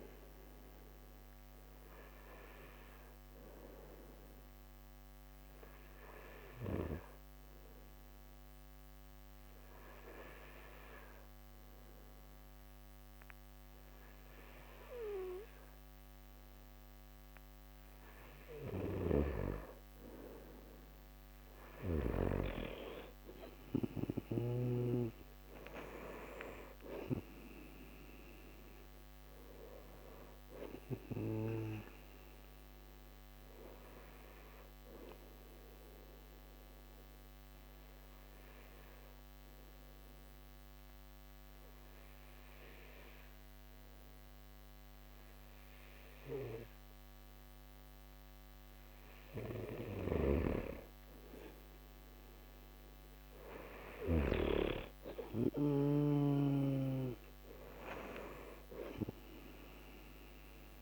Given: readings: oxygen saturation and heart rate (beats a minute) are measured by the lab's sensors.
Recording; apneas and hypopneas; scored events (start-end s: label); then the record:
breathing in sleep by a microphone on the trachea; 2
3.00-18.00 s: obstructive apnea (oxygen 96% before, 91% lowest)
18.50-22.00 s: snoring (device-marked)
20.50-23.50 s: arousal
26.00-48.00 s: oxygen desaturation (device-marked, oxygen 94% before, 91% lowest)
32.50-47.50 s: obstructive apnea (oxygen 94% before, 91% lowest)
50.00-53.50 s: arousal
50.00-54.50 s: snoring (device-marked)
From the record:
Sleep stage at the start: N2 (light sleep); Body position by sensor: on the back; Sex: male